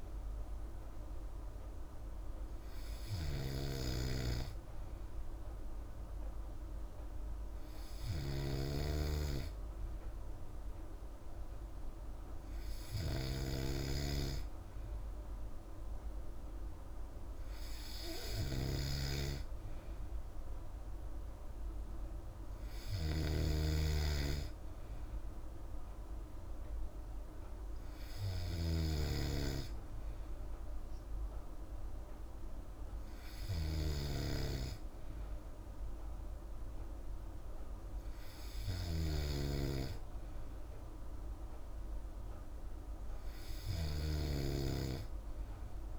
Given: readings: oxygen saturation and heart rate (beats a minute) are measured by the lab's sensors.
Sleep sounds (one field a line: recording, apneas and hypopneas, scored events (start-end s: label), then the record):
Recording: breathing in sleep by a room microphone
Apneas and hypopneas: none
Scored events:
5.50-45.98 s: new sleep stage, N3 (deep sleep)
13.50-45.98 s: snoring (device-marked)
From the record:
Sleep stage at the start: N2 (light sleep)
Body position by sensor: on the back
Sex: female